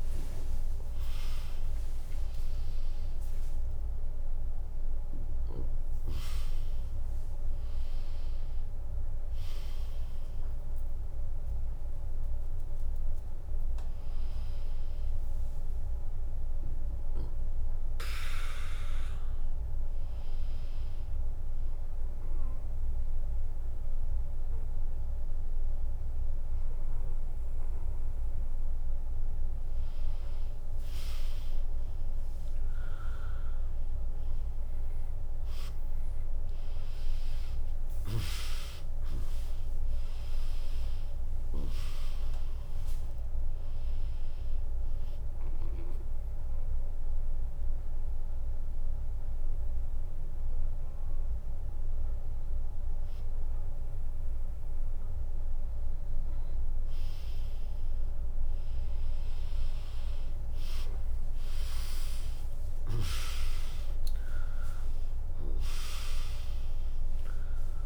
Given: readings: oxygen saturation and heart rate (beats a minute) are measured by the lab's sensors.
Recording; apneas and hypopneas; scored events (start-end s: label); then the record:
a person partly awake in a sleep study, by a room microphone; 1
0.00-1.00 s: drop in pulse transit time (device-marked, heart rate 90 extreme)
7.00-37.00 s: new sleep stage, N1 (lightest sleep)
37.00-41.50 s: arousal
37.00-67.86 s: new sleep stage, N2 (light sleep)
44.00-55.00 s: drop in pulse transit time (device-marked, heart rate 77 before, 86 extreme)
44.00-56.00 s: hypopnea (oxygen 99% before, 96% lowest, heart rate 77 before, 63 extreme)
58.00-63.00 s: arousal
From the record:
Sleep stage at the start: awake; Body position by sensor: on the right side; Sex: female